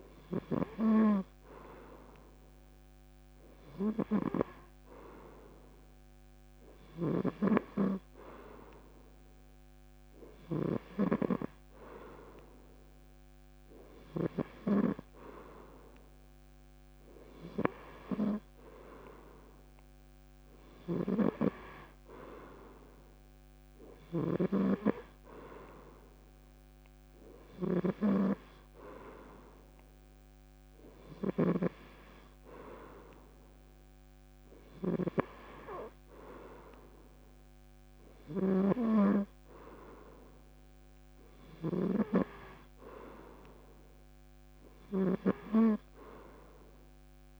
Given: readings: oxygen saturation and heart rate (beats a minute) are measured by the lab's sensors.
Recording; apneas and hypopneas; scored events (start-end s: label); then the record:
breathing in sleep by a microphone on the trachea; none
6.50-11.00 s: snoring (device-marked)
20.50-45.00 s: snoring (device-marked)
From the record:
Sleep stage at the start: N3 (deep sleep); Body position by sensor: on the back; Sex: male